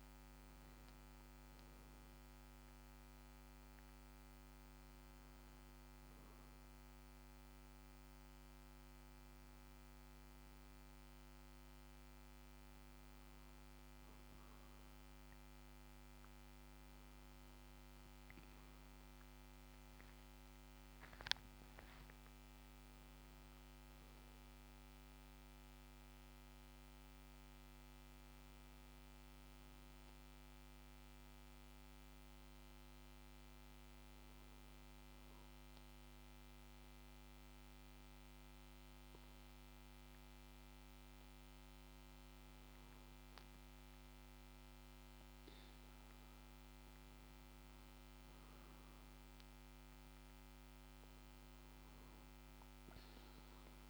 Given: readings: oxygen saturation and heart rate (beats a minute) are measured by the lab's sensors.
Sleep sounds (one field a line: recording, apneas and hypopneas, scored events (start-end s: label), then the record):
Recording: breathing in sleep, hard to hear, by a microphone on the trachea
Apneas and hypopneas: 1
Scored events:
21.00-25.00 s: arousal
30.00-41.00 s: hypopnea (oxygen 96% before, 94% lowest, heart rate 60 before, 52 extreme, up 4 after)
43.50-46.50 s: arousal
50.50-53.90 s: new sleep stage, N2 (light sleep)
From the record:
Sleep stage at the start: N1 (lightest sleep)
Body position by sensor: on the back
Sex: male